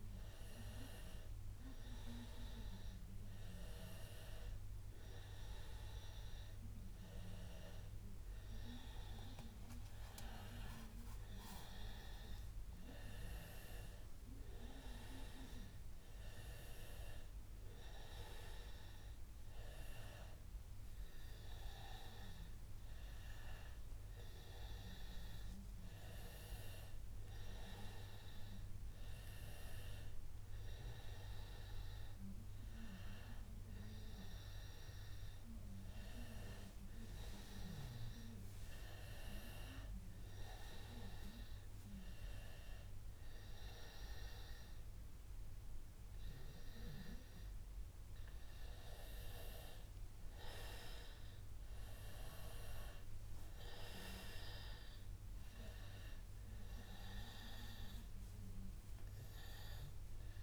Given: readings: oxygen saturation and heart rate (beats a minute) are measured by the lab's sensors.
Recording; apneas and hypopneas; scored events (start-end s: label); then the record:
breathing in sleep by a room microphone; none
12.00-60.43 s: new sleep stage, N2 (light sleep)
From the record:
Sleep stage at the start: N1 (lightest sleep); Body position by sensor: on the back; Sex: male